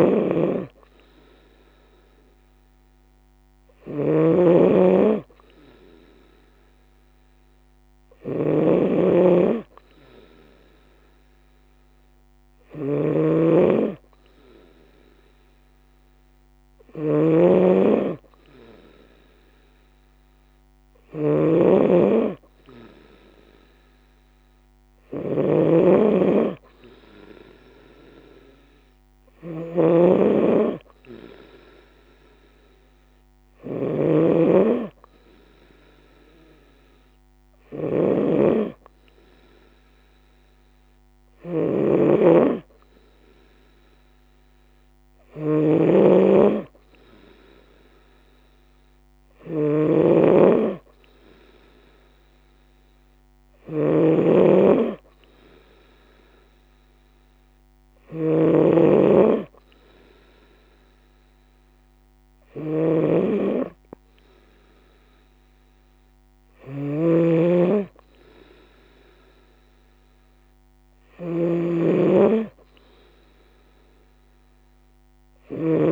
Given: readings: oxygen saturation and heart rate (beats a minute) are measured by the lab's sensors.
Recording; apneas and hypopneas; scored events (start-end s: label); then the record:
breathing in sleep by a microphone on the trachea; none
0.00-75.92 s: snoring (device-marked)
From the record:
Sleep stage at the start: N2 (light sleep); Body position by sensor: on the right side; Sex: female